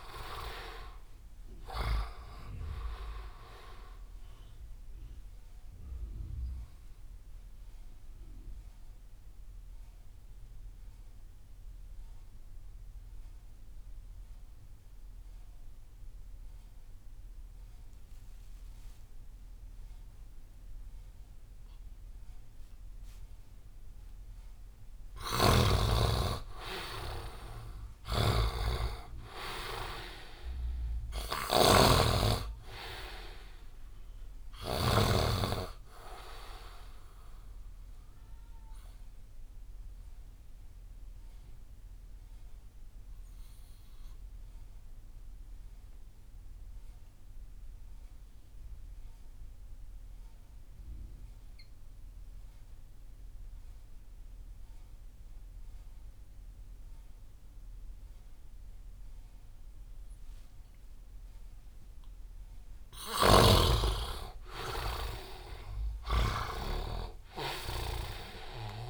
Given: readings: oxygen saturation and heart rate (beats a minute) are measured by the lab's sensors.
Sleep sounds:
breathing in sleep by a room microphone; 2
0.00-2.00 s: snoring (device-marked)
0.00-24.50 s: oxygen desaturation (device-marked, oxygen 63% lowest)
6.00-24.50 s: mixed apnea (oxygen 94% before, 63% lowest)
26.50-30.00 s: arousal
26.50-53.50 s: oxygen desaturation (device-marked, oxygen 99% before, 81% lowest)
28.00-35.00 s: snoring (device-marked)
38.00-61.50 s: obstructive apnea (oxygen 99% before, 80% lowest)
63.00-68.90 s: snoring (device-marked)
63.50-67.00 s: arousal
66.50-68.90 s: oxygen desaturation (device-marked, oxygen 99% before, 80% lowest)
From the record:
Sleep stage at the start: REM sleep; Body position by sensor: on the right side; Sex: male

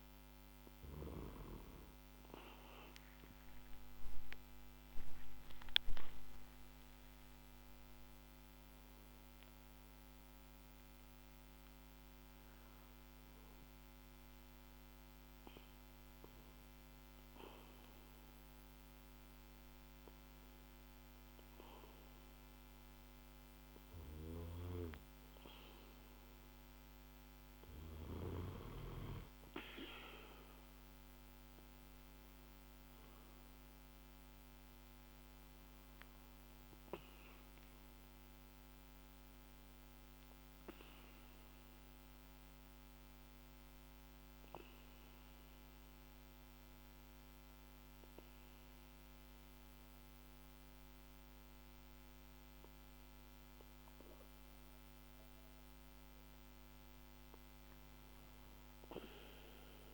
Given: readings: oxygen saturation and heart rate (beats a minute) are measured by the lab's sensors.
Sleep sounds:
breathing in sleep by a microphone on the trachea; 2
2.50-6.50 s: arousal
13.00-25.50 s: hypopnea (oxygen 96% before, 93% lowest, heart rate 65 before, 49 extreme, up 16 after)
28.50-32.00 s: arousal
38.50-55.50 s: oxygen desaturation (device-marked, oxygen 96% before, 93% lowest, heart rate 55 before, 48 extreme)
41.50-55.50 s: hypopnea (oxygen 96% before, 93% lowest, heart rate 56 before, 48 extreme, up 3 after)
57.50-59.94 s: arousal
From the record:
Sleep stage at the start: N2 (light sleep); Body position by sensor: on the back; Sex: male

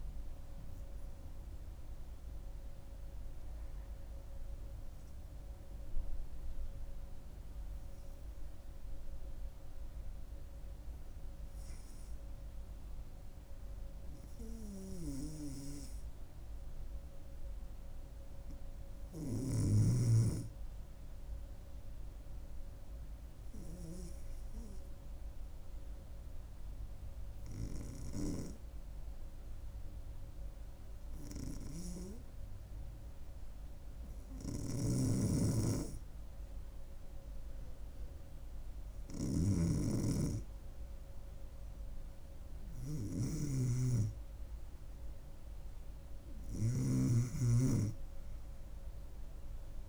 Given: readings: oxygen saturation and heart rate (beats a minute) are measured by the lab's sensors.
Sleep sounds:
breathing in sleep by a room microphone; 1
0.00-5.50 s: oxygen desaturation (device-marked, oxygen 94% lowest, heart rate 70 extreme)
1.50-39.00 s: hypopnea (oxygen 97% before, 91% lowest, heart rate 70 before, 70 extreme, up 3 after)
19.50-49.89 s: new sleep stage, N2 (light sleep)
22.50-35.50 s: oxygen desaturation (device-marked, oxygen 96% before, 93% lowest, heart rate 71 before, 73 extreme)
34.50-49.89 s: snoring (device-marked)
37.50-49.89 s: oxygen desaturation (device-marked, oxygen 94% before, 91% lowest, heart rate 73 before, 67 extreme)
42.00-46.00 s: arousal
From the record:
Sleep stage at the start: REM sleep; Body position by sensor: on the back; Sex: female

